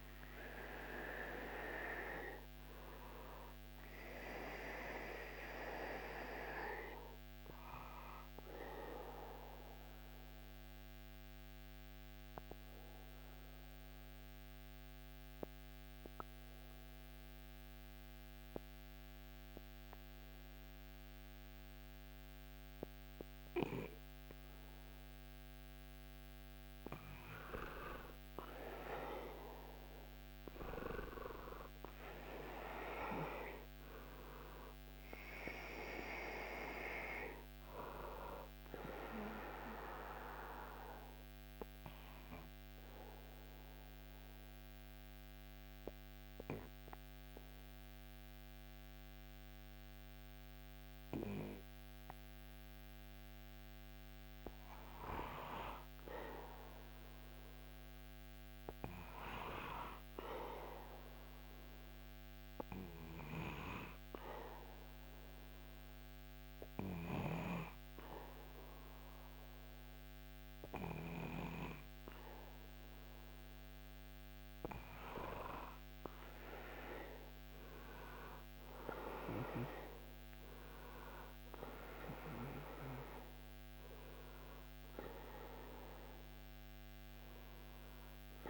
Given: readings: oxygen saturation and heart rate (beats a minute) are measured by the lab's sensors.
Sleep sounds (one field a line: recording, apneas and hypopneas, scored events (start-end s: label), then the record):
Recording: breathing in sleep by a microphone on the trachea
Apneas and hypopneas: 3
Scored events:
0.00-1.00 s: arousal
0.00-16.50 s: oxygen desaturation (device-marked, oxygen 94% lowest, heart rate 75 extreme)
7.00-25.50 s: obstructive apnea (oxygen 97% before, 92% lowest, heart rate 79 before, 74 extreme, up 3 after)
27.00-32.00 s: arousal
29.50-51.50 s: oxygen desaturation (device-marked, oxygen 98% before, 92% lowest, heart rate 77 before, 74 extreme)
38.50-53.50 s: obstructive apnea (oxygen 98% before, 92% lowest, heart rate 78 before, 74 extreme, up 4 after)
55.50-59.00 s: arousal
60.50-70.50 s: oxygen desaturation (device-marked, oxygen 99% before, 95% lowest, heart rate 76 before, 75 extreme)
63.50-75.00 s: obstructive apnea (oxygen 99% before, 93% lowest, heart rate 76 before, 75 extreme, up 8 after)
78.00-82.00 s: arousal
81.50-88.50 s: oxygen desaturation (device-marked, oxygen 96% before, 93% lowest, heart rate 77 before, 73 extreme)
From the record:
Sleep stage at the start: N2 (light sleep)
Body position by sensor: on the back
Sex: male